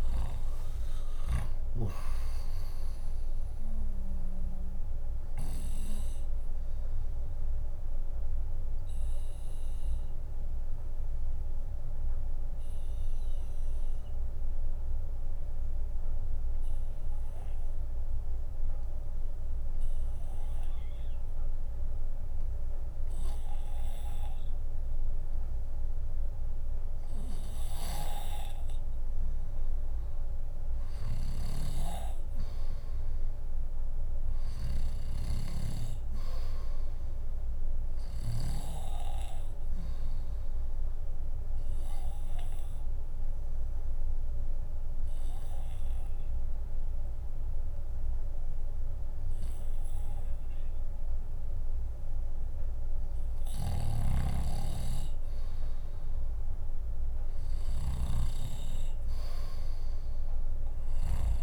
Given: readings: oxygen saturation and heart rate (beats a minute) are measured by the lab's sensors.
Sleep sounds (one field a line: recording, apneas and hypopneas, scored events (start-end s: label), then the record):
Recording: breathing in sleep by a room microphone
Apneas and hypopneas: 2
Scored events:
0.00-1.00 s: snoring (device-marked)
2.00-15.00 s: drop in pulse transit time (device-marked, heart rate 66 before, 68 extreme)
6.50-23.50 s: mixed apnea (oxygen 100% before, 96% lowest, heart rate 63 before, 56 extreme, up 3 after)
16.00-20.00 s: bradycardia (device-marked, heart rate 69 before, 59 extreme)
22.00-36.00 s: bradycardia (device-marked, heart rate 69 before, 56 extreme)
26.00-30.00 s: arousal
30.50-35.00 s: snoring (device-marked)
42.00-52.50 s: obstructive apnea (oxygen 99% before, 96% lowest, heart rate 58 before, 58 extreme, up 14 after)
43.00-54.00 s: drop in pulse transit time (device-marked, heart rate 58 before, 65 extreme)
53.00-61.00 s: snoring (device-marked)
54.50-58.00 s: arousal
57.00-59.00 s: bradycardia (device-marked, heart rate 69 before, 63 extreme)
From the record:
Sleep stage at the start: N2 (light sleep)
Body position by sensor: on the left side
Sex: female